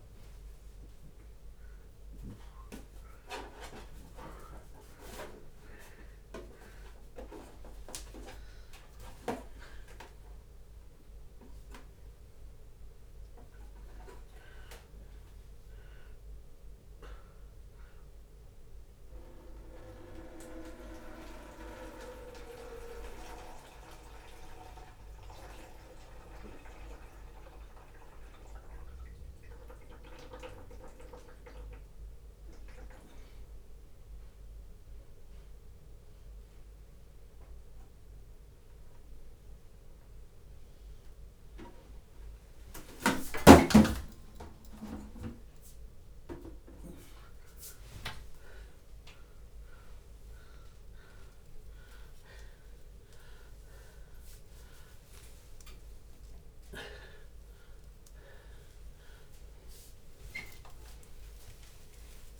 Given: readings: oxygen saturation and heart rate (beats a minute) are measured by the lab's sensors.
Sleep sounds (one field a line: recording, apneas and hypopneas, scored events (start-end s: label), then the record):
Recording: a person awake in a sleep study, by a room microphone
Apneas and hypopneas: none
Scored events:
0.00-13.50 s: drop in pulse transit time (device-marked, heart rate 85 extreme)
5.50-7.50 s: long interval between heartbeats (device-marked, heart rate 90 before, 91 extreme)
5.50-15.50 s: tachycardia (device-marked, heart rate 80 before, 137 extreme)
7.50-9.50 s: long interval between heartbeats (device-marked, heart rate 95 before, 100 extreme)
12.00-14.00 s: long interval between heartbeats (device-marked, heart rate 104 before, 127 extreme)
30.50-47.50 s: drop in pulse transit time (device-marked, heart rate 102 before, 79 extreme)
39.50-47.50 s: tachycardia (device-marked, heart rate 83 before, 134 extreme)
42.50-44.50 s: long interval between heartbeats (device-marked, heart rate 82 before, 104 extreme)
46.00-48.00 s: long interval between heartbeats (device-marked, heart rate 86 before, 130 extreme)
57.50-62.40 s: tachycardia (device-marked, heart rate 84 before, 164 extreme)
58.00-60.00 s: long interval between heartbeats (device-marked, heart rate 100 before, 99 extreme)
59.50-62.40 s: drop in pulse transit time (device-marked, heart rate 103 before, 100 extreme)
From the record:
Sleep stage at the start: awake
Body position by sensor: upright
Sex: male